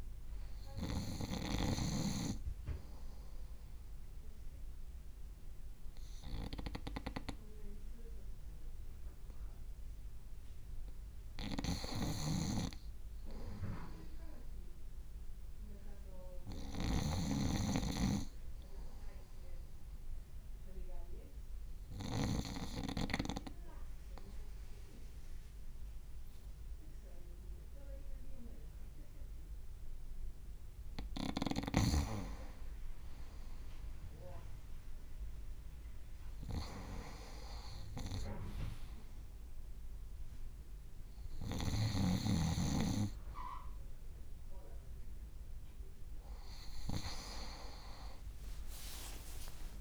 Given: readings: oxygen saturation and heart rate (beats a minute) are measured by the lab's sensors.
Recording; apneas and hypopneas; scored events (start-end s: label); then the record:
breathing in sleep by a room microphone; 1
10.50-21.50 s: snoring (device-marked)
11.50-14.50 s: arousal
18.00-30.50 s: obstructive apnea (oxygen 96% before, 94% lowest, heart rate 57 before, 56 extreme, up 3 after)
47.50-49.81 s: arousal
48.50-49.81 s: leg movement (device-marked)
From the record:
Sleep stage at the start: N2 (light sleep); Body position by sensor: on the front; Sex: male